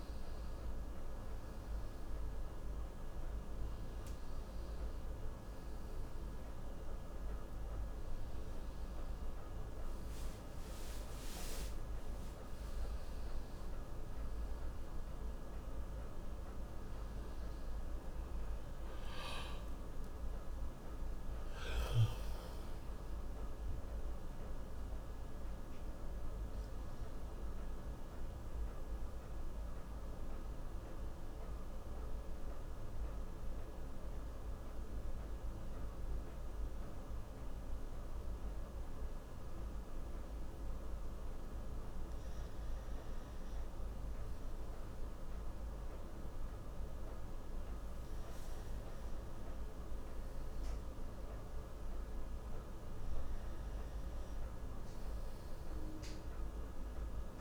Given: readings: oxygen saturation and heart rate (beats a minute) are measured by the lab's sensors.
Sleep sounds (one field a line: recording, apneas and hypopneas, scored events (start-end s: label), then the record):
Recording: breathing in sleep, hard to hear, by a room microphone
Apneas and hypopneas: 1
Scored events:
0.00-6.50 s: oxygen desaturation (device-marked, oxygen 93% lowest, heart rate 46 extreme)
17.50-21.50 s: arousal
28.00-42.00 s: central apnea (oxygen 95% before, 93% lowest)
44.00-48.00 s: arousal
From the record:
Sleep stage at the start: N1 (lightest sleep)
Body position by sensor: on the left side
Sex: male